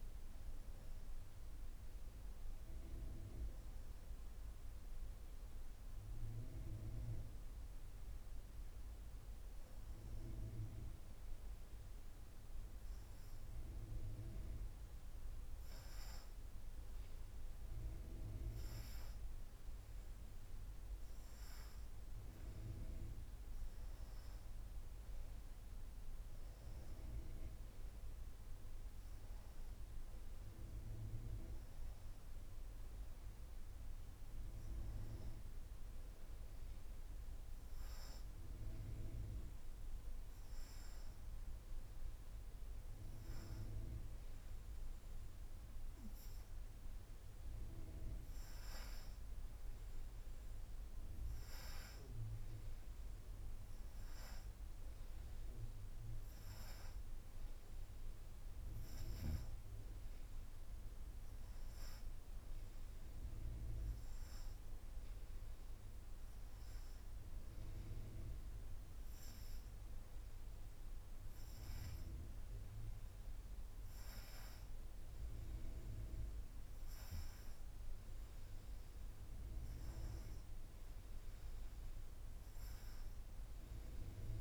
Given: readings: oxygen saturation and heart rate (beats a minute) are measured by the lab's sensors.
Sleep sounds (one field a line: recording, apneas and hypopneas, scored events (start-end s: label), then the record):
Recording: breathing in sleep by a room microphone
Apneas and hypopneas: none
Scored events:
none scored
From the record:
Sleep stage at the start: N2 (light sleep)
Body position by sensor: upright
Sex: female